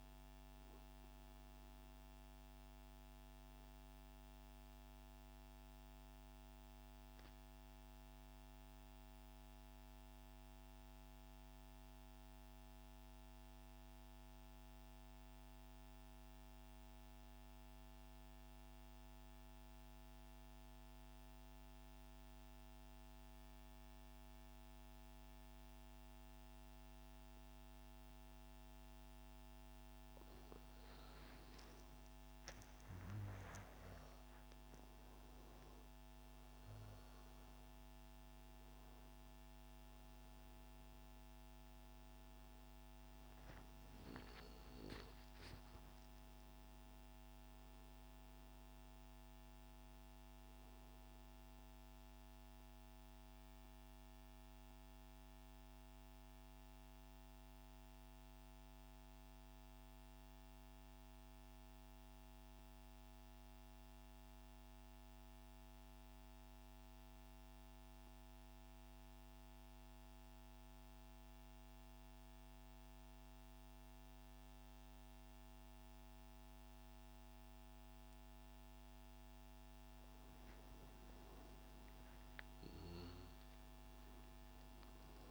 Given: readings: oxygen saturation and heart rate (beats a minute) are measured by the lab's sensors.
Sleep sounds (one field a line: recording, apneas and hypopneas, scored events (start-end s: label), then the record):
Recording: breathing in sleep, hard to hear, by a microphone on the trachea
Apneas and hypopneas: 2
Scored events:
0.00-13.50 s: oxygen desaturation (device-marked, oxygen 92% lowest, heart rate 57 extreme)
5.00-30.00 s: central apnea (oxygen 97% before, 90% lowest, heart rate 65 before, 60 extreme, up 11 after)
28.50-56.50 s: oxygen desaturation (device-marked, oxygen 96% before, 90% lowest, heart rate 62 before, 59 extreme)
31.50-37.00 s: arousal
51.00-79.50 s: central apnea (oxygen 96% before, 91% lowest, heart rate 77 before, 59 extreme, up 20 after)
72.50-85.31 s: oxygen desaturation (device-marked, oxygen 99% before, 91% lowest, heart rate 63 before, 56 extreme)
80.50-84.00 s: arousal
From the record:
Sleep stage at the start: N2 (light sleep)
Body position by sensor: on the back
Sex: male